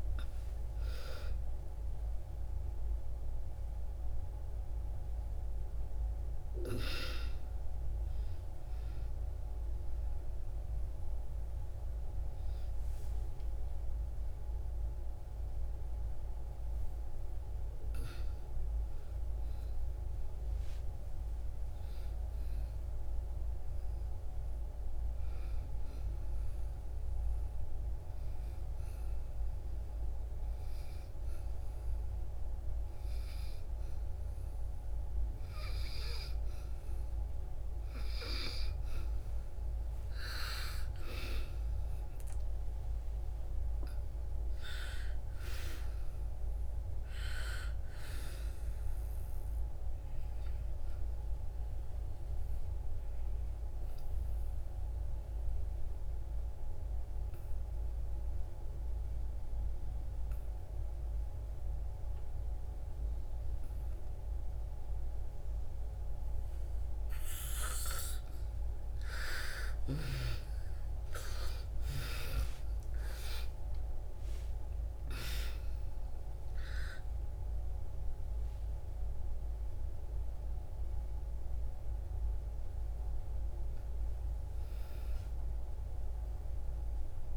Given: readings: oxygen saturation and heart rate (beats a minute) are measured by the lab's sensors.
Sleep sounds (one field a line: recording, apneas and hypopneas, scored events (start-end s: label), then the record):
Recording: breathing in sleep by a room microphone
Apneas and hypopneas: 2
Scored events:
0.00-20.50 s: oxygen desaturation (device-marked, oxygen 82% lowest)
21.00-24.00 s: arousal
26.00-37.00 s: obstructive apnea (oxygen 98% before, 83% lowest)
39.50-58.50 s: oxygen desaturation (device-marked, oxygen 97% before, 90% lowest)
41.00-46.00 s: arousal
50.00-67.00 s: obstructive apnea (oxygen 98% before, 83% lowest)
69.50-76.50 s: arousal
69.50-87.37 s: oxygen desaturation (device-marked, oxygen 97% before, 83% lowest)
From the record:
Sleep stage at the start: N2 (light sleep)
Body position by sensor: on the back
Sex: female